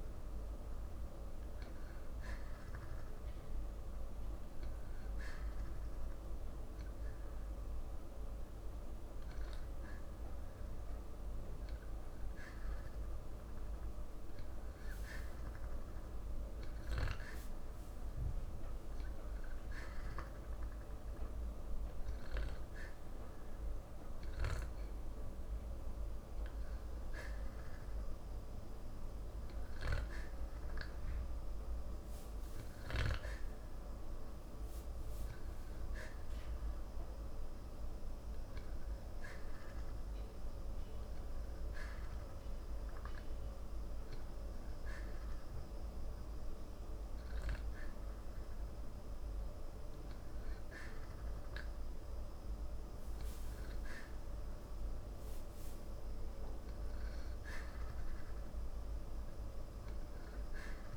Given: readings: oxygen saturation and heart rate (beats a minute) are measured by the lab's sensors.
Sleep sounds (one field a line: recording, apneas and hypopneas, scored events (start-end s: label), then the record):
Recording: breathing in sleep, hard to hear, by a room microphone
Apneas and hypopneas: none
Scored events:
0.00-10.00 s: oxygen desaturation (device-marked, oxygen 90% lowest, heart rate 55 extreme)
From the record:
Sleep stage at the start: N2 (light sleep)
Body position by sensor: on the back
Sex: male